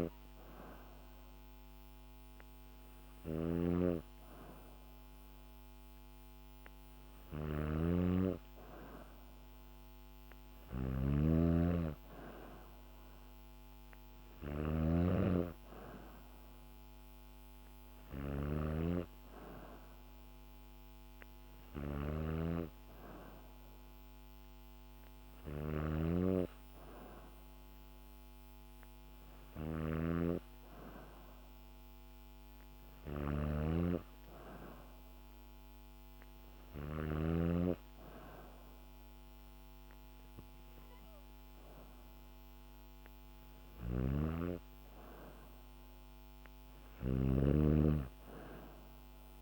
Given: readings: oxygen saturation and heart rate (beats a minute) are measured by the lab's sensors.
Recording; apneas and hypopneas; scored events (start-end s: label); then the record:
breathing in sleep by a microphone on the trachea; none
0.00-37.00 s: snoring (device-marked)
43.00-49.42 s: snoring (device-marked)
From the record:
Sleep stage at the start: N2 (light sleep); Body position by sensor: on the back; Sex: female